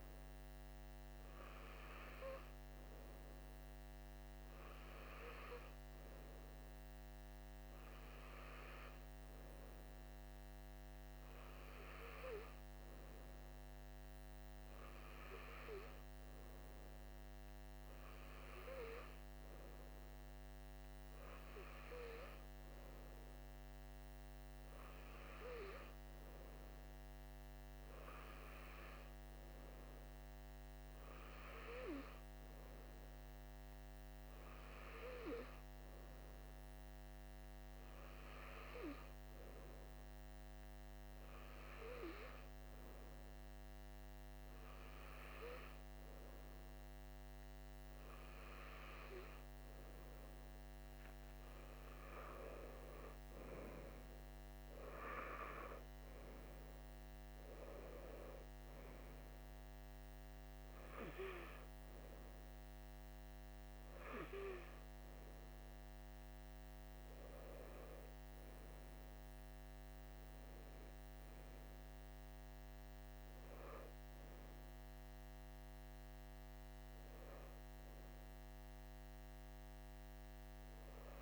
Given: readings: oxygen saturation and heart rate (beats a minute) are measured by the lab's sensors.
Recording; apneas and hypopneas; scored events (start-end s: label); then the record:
breathing in sleep by a microphone on the trachea; none
none scored
From the record:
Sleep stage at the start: N3 (deep sleep); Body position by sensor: on the right side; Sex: male